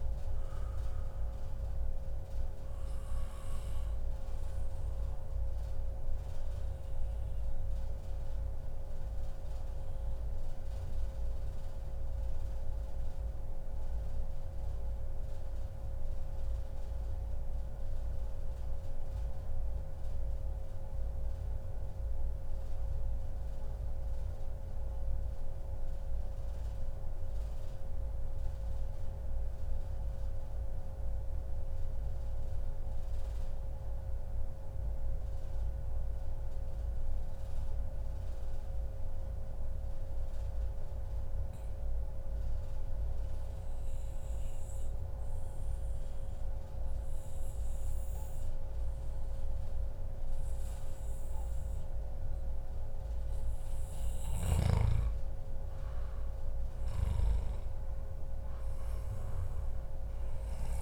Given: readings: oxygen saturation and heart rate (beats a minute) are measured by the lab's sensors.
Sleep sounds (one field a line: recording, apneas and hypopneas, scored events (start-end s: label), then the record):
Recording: breathing in sleep, hard to hear, by a room microphone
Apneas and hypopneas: 1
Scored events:
0.00-5.50 s: oxygen desaturation (device-marked, oxygen 90% lowest, heart rate 108 extreme)
3.50-53.00 s: mixed apnea (oxygen 97% before, 90% lowest, heart rate 136 before, 108 extreme, up 1 after)
16.50-18.50 s: long interval between heartbeats (device-marked, heart rate 143 before, 135 extreme)
20.00-22.00 s: long interval between heartbeats (device-marked, heart rate 142 before, 117 extreme)
22.50-24.50 s: long interval between heartbeats (device-marked, heart rate 139 before, 108 extreme)
26.50-31.50 s: oxygen desaturation (device-marked, oxygen 99% before, 96% lowest, heart rate 132 before, 118 extreme)
48.50-60.82 s: oxygen desaturation (device-marked, oxygen 99% before, 90% lowest, heart rate 132 before, 98 extreme)
55.50-60.50 s: arousal
From the record:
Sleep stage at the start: REM sleep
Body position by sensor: on the back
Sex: male